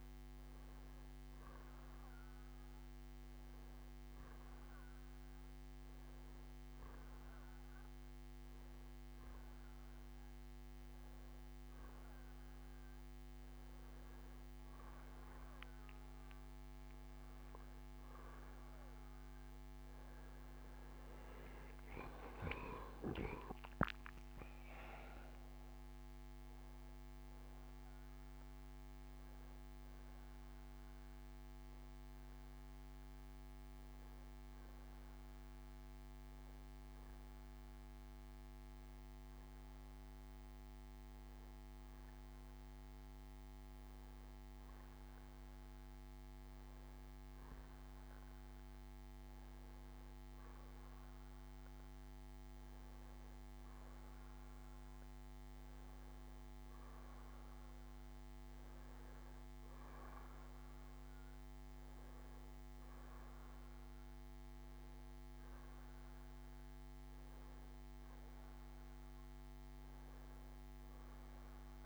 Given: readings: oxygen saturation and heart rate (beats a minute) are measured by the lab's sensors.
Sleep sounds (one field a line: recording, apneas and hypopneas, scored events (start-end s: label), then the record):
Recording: breathing in sleep, hard to hear, by a microphone on the trachea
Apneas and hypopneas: 2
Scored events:
1.50-12.00 s: hypopnea (oxygen 95% before, 93% lowest, heart rate 63 before, 59 extreme, up 1 after)
14.50-19.00 s: arousal
29.50-47.00 s: obstructive apnea (oxygen 94% before, 92% lowest, heart rate 68 before, 58 extreme, up 2 after)
30.50-32.50 s: bradycardia (device-marked, heart rate 66 before, 59 extreme)
49.00-52.50 s: arousal
60.50-66.50 s: bradycardia (device-marked, heart rate 66 before, 58 extreme)
From the record:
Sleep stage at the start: N1 (lightest sleep)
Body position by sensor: on the back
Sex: male